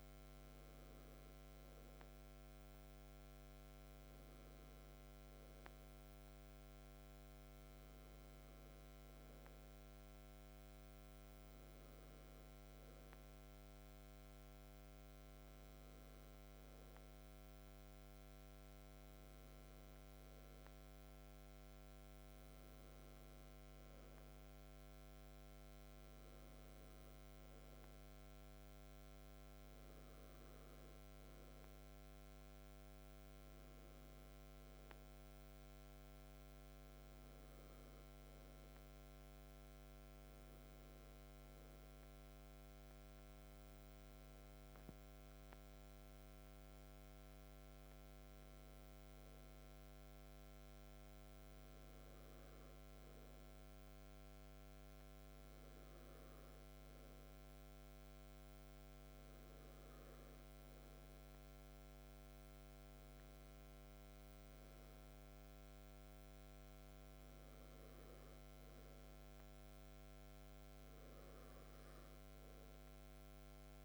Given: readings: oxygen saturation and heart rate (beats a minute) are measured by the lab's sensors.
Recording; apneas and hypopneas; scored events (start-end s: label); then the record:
breathing in sleep, hard to hear, by a microphone on the trachea; 1
22.00-73.85 s: new sleep stage, REM sleep
41.00-53.50 s: hypopnea (oxygen 97% before, 95% lowest, heart rate 57 before, 54 extreme, up 3 after)
56.50-61.50 s: arousal
From the record:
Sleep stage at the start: N2 (light sleep); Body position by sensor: on the back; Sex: male